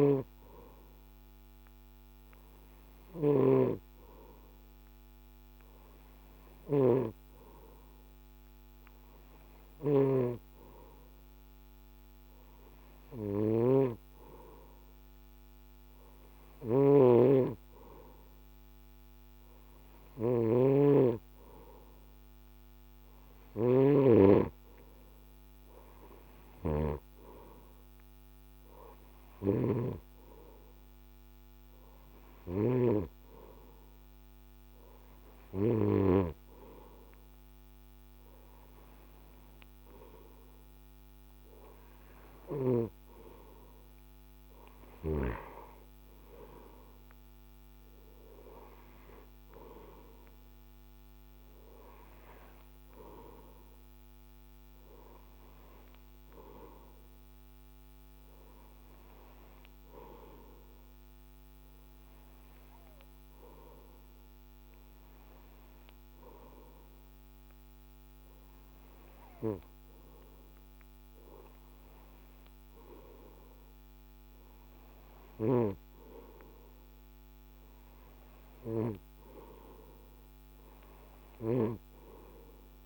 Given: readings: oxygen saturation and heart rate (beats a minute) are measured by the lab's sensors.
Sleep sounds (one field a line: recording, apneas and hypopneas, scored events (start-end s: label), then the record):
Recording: breathing in sleep by a microphone on the trachea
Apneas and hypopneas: none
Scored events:
0.00-3.00 s: snoring (device-marked)
9.00-32.00 s: snoring (device-marked)
From the record:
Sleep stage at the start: N2 (light sleep)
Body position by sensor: on the right side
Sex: male